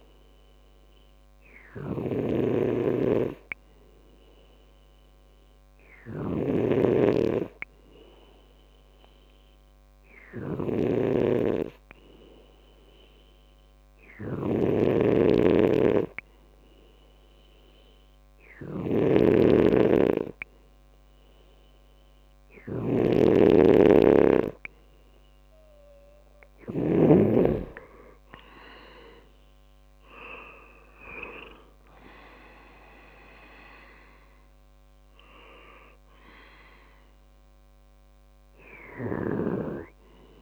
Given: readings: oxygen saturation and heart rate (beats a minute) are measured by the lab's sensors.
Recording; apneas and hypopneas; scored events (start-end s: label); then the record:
breathing in sleep by a microphone on the trachea; 1
4.00-24.50 s: hypopnea (oxygen 96% before, 91% lowest, heart rate 64 before, 61 extreme, up 9 after)
14.50-27.00 s: snoring (device-marked)
18.50-20.50 s: long interval between heartbeats (device-marked, heart rate 64 before, 65 extreme)
26.50-40.42 s: oxygen desaturation (device-marked, oxygen 97% before, 91% lowest, heart rate 64 before, 63 extreme)
29.00-33.00 s: arousal
From the record:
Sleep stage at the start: N2 (light sleep); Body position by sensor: on the back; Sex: male